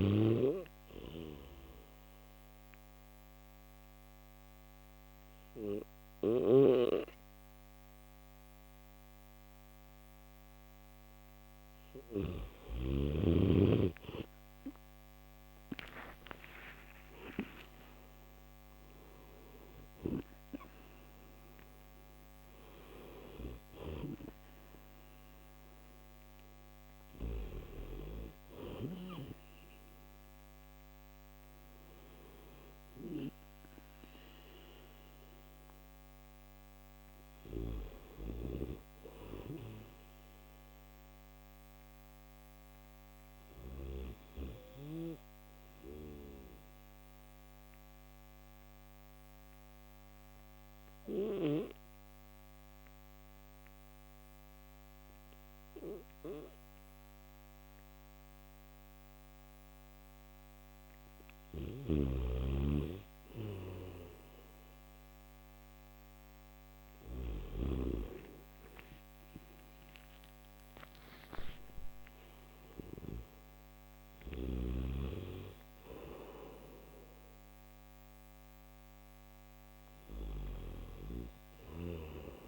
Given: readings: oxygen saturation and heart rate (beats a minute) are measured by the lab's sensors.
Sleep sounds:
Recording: breathing in sleep by a microphone on the trachea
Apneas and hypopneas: none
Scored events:
6.00-12.00 s: snoring (device-marked)
23.00-27.00 s: snoring (device-marked)
37.00-43.50 s: snoring (device-marked)
61.00-73.00 s: snoring (device-marked)
65.50-82.48 s: oxygen desaturation (device-marked, oxygen 97% before, 93% lowest, heart rate 72 before, 65 extreme)
From the record:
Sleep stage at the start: N1 (lightest sleep)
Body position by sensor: on the back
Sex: male

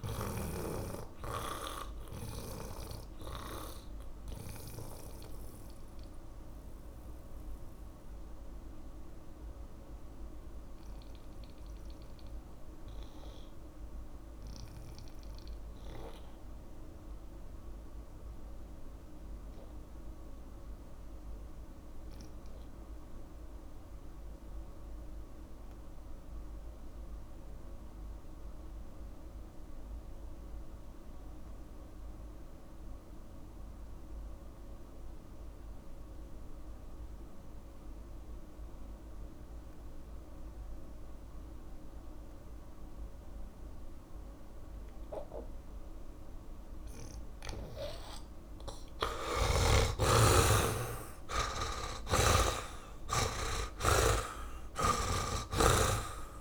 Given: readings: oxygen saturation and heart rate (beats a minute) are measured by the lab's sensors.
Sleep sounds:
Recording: breathing in sleep by a room microphone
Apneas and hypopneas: 1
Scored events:
0.00-18.00 s: oxygen desaturation (device-marked, oxygen 83% lowest)
3.00-49.50 s: mixed apnea (oxygen 100% before, 74% lowest)
31.00-56.41 s: oxygen desaturation (device-marked, oxygen 99% before, 74% lowest)
49.50-53.00 s: snoring (device-marked)
51.00-56.41 s: arousal
From the record:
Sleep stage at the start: N2 (light sleep)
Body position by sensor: on the back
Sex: male

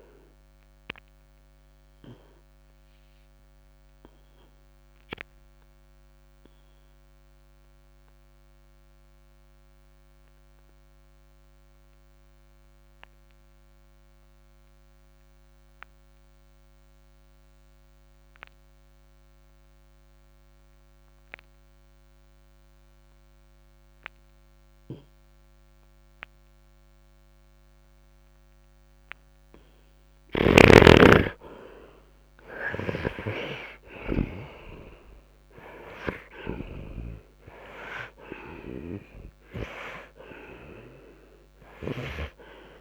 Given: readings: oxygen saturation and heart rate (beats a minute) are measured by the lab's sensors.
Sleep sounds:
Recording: breathing in sleep by a microphone on the trachea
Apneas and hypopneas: 1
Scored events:
0.00-2.50 s: oxygen desaturation (device-marked, oxygen 79% lowest, heart rate 60 extreme)
1.00-29.00 s: obstructive apnea (oxygen 94% before, 75% lowest, heart rate 56 before, 54 extreme, up 12 after)
4.50-31.50 s: oxygen desaturation (device-marked, oxygen 82% before, 75% lowest, heart rate 59 before, 54 extreme)
30.00-34.50 s: snoring (device-marked)
32.00-36.50 s: arousal
35.50-42.81 s: oxygen desaturation (device-marked, oxygen 95% before, 76% lowest, heart rate 61 before, 51 extreme)
36.00-38.00 s: long interval between heartbeats (device-marked, heart rate 61 before, 67 extreme)
From the record:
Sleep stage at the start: N2 (light sleep)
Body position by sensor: on the right side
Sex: male

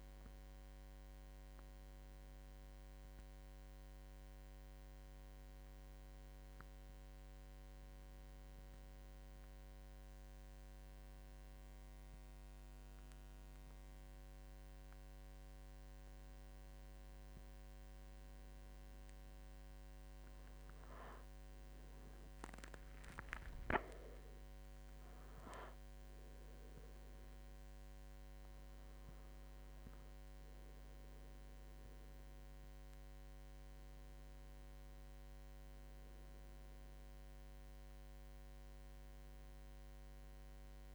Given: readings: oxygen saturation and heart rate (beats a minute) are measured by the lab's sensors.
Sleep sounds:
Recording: breathing in sleep, hard to hear, by a microphone on the trachea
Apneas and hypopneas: none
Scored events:
15.50-40.95 s: new sleep stage, N2 (light sleep)
From the record:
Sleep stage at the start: N1 (lightest sleep)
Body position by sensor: on the right side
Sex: male

